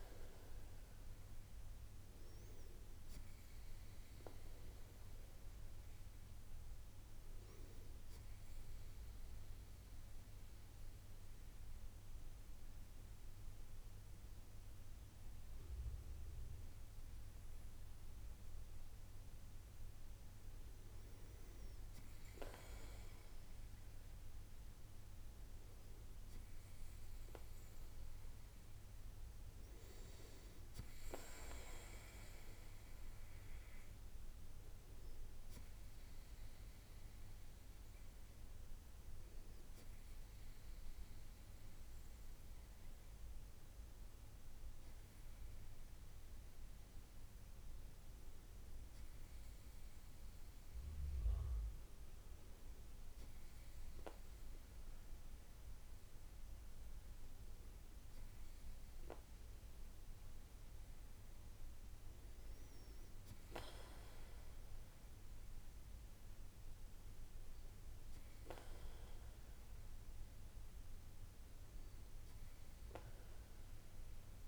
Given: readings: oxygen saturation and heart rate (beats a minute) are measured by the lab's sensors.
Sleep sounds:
breathing in sleep by a room microphone; 1
9.50-21.00 s: hypopnea (oxygen 97% before, 95% lowest, heart rate 69 before, 65 extreme, up 4 after)
23.50-27.00 s: arousal
From the record:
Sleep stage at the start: N2 (light sleep); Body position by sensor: on the right side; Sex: male

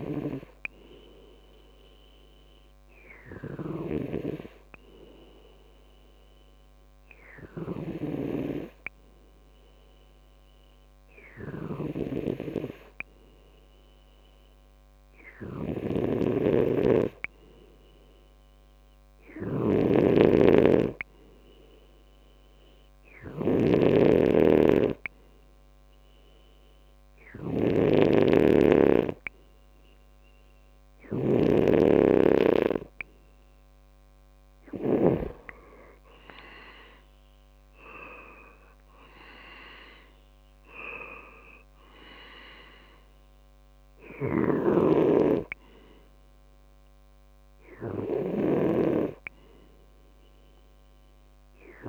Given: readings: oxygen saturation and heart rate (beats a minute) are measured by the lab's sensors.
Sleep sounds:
breathing in sleep by a microphone on the trachea; 1
0.00-10.00 s: oxygen desaturation (device-marked, oxygen 92% lowest, heart rate 65 extreme)
1.50-21.00 s: hypopnea (oxygen 96% before, 92% lowest, heart rate 70 before, 65 extreme, up 1 after)
19.50-29.00 s: snoring (device-marked)
23.00-26.50 s: arousal
27.00-51.89 s: oxygen desaturation (device-marked, oxygen 98% before, 92% lowest, heart rate 66 before, 64 extreme)
From the record:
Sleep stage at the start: N2 (light sleep); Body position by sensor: on the back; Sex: male

